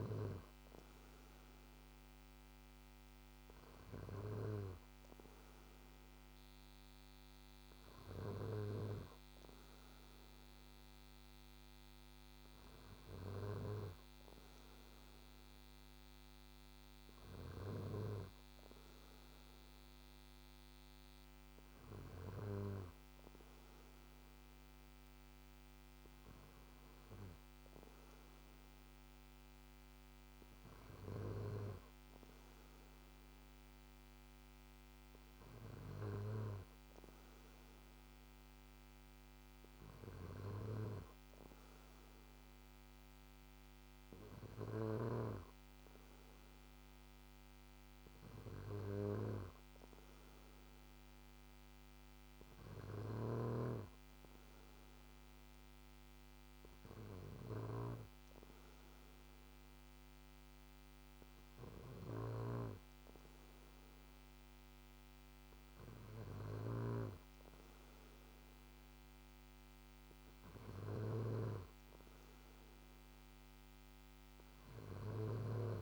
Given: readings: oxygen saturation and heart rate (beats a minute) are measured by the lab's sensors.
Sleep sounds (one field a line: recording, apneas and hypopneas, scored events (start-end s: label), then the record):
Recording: breathing in sleep by a microphone on the trachea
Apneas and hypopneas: none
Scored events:
53.00-75.50 s: snoring (device-marked)
From the record:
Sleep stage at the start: N2 (light sleep)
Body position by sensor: on the back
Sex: male